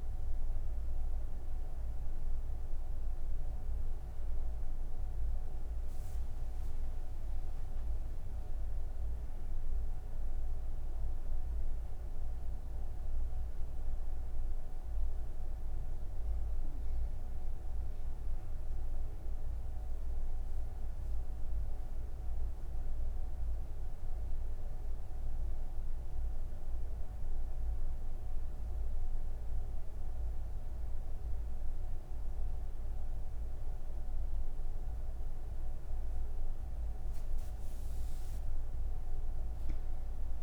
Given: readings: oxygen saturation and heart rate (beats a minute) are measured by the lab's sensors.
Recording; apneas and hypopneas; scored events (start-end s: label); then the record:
breathing in sleep, hard to hear, by a room microphone; none
0.00-16.50 s: oxygen desaturation (device-marked, oxygen 93% lowest, heart rate 142 extreme)
28.50-40.43 s: new sleep stage, N2 (light sleep)
From the record:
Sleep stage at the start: N1 (lightest sleep); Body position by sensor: on the right side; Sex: female